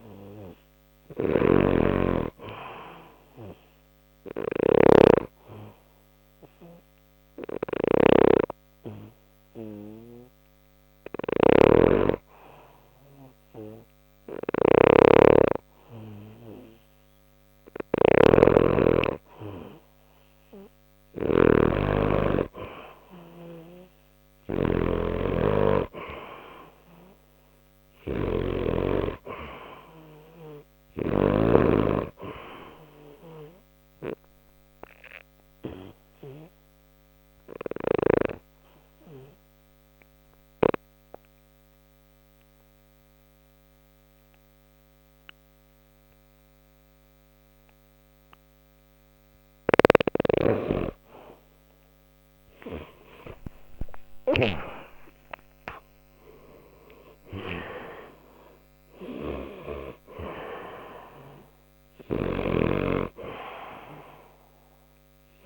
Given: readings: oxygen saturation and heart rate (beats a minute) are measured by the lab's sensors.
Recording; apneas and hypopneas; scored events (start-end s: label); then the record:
breathing in sleep by a microphone on the trachea; 2
0.00-31.00 s: snoring (device-marked)
5.50-22.00 s: hypopnea (oxygen 98% before, 91% lowest, heart rate 60 before, 60 extreme, up 0 after)
13.00-22.00 s: oxygen desaturation (device-marked, oxygen 96% before, 93% lowest, heart rate 60 before, 60 extreme)
24.50-28.50 s: arousal
34.00-50.00 s: obstructive apnea (oxygen 96% before, 91% lowest, heart rate 60 before, 60 extreme, up 2 after)
49.00-54.00 s: snoring (device-marked)
53.00-57.50 s: arousal
62.00-65.46 s: snoring (device-marked)
From the record:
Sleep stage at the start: N2 (light sleep); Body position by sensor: on the back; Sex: male